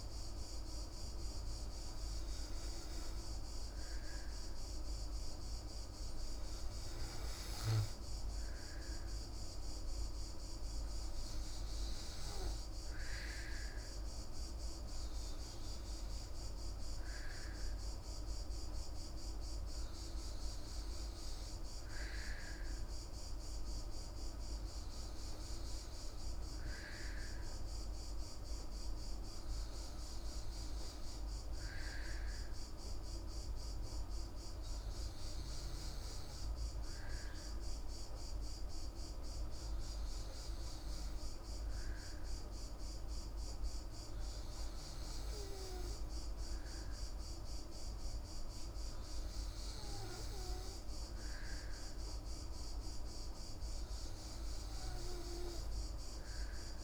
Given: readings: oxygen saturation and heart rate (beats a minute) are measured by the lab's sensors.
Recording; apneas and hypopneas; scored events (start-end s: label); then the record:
breathing in sleep, hard to hear, by a room microphone; none
19.50-56.84 s: new sleep stage, N3 (deep sleep)
From the record:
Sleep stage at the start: N2 (light sleep); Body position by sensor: on the back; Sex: female